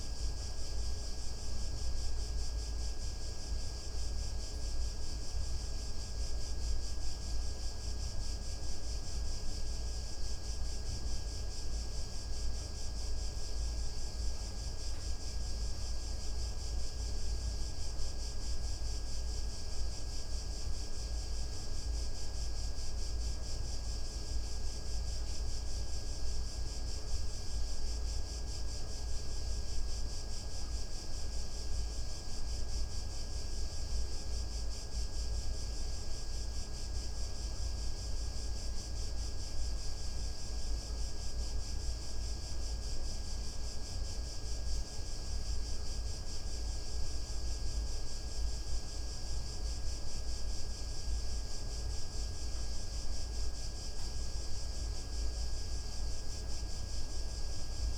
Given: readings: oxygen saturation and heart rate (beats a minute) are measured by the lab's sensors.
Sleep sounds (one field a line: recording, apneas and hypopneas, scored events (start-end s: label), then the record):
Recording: a person awake in a sleep study, hard to hear, by a room microphone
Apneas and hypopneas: none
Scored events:
30.00-57.98 s: new sleep stage, N1 (lightest sleep)
From the record:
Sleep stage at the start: awake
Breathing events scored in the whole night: 562 in 5.9 hours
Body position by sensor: on the back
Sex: male